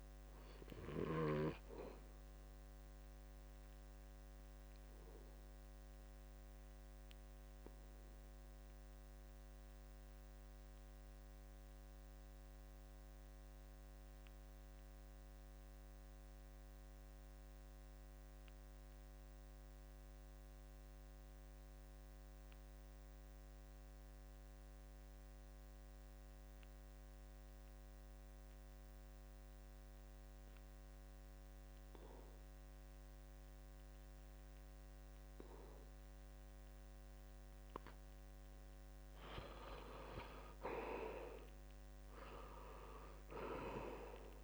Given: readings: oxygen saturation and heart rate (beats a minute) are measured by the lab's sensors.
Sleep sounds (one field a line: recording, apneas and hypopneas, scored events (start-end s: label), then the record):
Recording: breathing in sleep by a microphone on the trachea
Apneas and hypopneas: 1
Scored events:
0.00-17.50 s: oxygen desaturation (device-marked, oxygen 79% lowest, heart rate 66 extreme)
5.00-38.50 s: obstructive apnea (oxygen 97% before, 77% lowest, heart rate 72 before, 66 extreme, up 7 after)
30.50-44.44 s: oxygen desaturation (device-marked, oxygen 96% before, 77% lowest, heart rate 67 before, 68 extreme)
41.00-44.44 s: arousal
From the record:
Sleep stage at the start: N2 (light sleep)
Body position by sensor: on the back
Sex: male